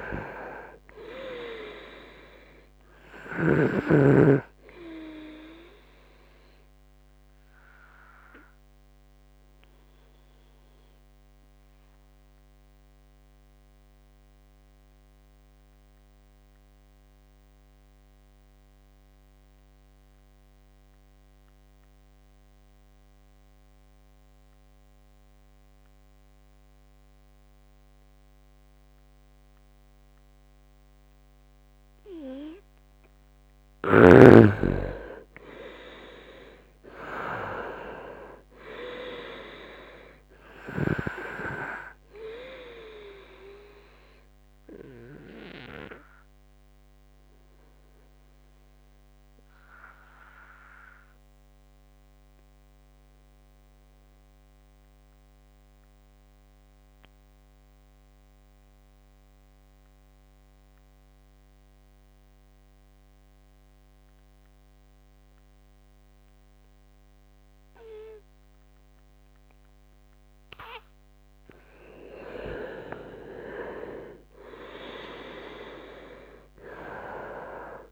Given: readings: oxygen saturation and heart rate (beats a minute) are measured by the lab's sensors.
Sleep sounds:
breathing in sleep by a microphone on the trachea; 2
0.00-1.00 s: arousal
0.00-3.50 s: snoring (device-marked)
0.00-22.50 s: oxygen desaturation (device-marked, oxygen 86% lowest, heart rate 66 extreme)
8.50-32.00 s: obstructive apnea (oxygen 98% before, 86% lowest, heart rate 70 before, 64 extreme, up 7 after)
29.50-60.50 s: oxygen desaturation (device-marked, oxygen 99% before, 86% lowest, heart rate 70 before, 60 extreme)
34.00-39.00 s: arousal
45.00-69.50 s: obstructive apnea (oxygen 99% before, 86% lowest, heart rate 70 before, 60 extreme, up 1 after)
68.50-77.92 s: oxygen desaturation (device-marked, oxygen 99% before, 86% lowest, heart rate 68 before, 62 extreme)
71.50-75.50 s: arousal
72.50-74.50 s: long interval between heartbeats (device-marked, heart rate 68 before, 60 extreme)
From the record:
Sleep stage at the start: N2 (light sleep); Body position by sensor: on the right side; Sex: male

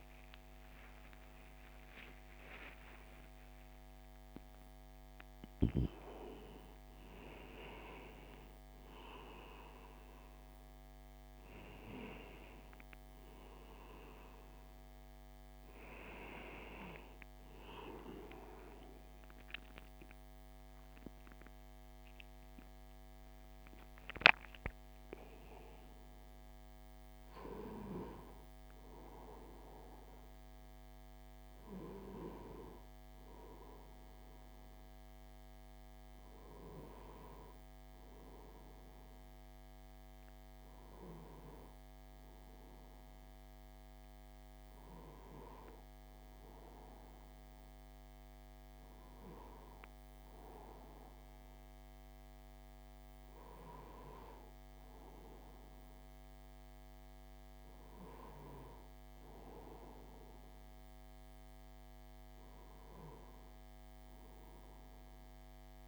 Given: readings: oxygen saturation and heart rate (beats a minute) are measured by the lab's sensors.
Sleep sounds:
a person awake in a sleep study, by a microphone on the trachea; none
20.00-26.00 s: oxygen desaturation (device-marked, oxygen 99% before, 94% lowest)
From the record:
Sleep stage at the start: awake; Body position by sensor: on the right side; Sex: male

